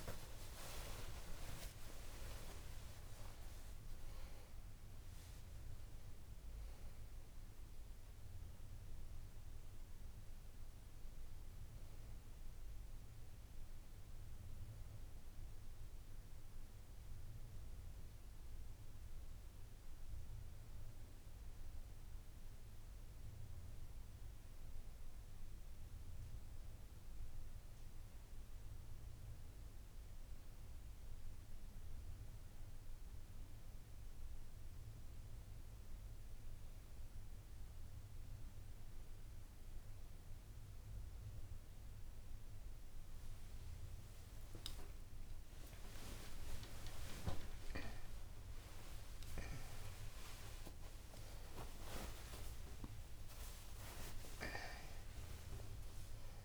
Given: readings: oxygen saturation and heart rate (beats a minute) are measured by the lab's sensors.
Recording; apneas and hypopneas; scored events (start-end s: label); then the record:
breathing in sleep by a room microphone; none
1.50-5.50 s: arousal
4.50-15.50 s: oxygen desaturation (device-marked, oxygen 95% before, 92% lowest, heart rate 94 before, 90 extreme)
45.50-51.50 s: arousal
From the record:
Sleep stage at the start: N1 (lightest sleep); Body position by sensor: on the right side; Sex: female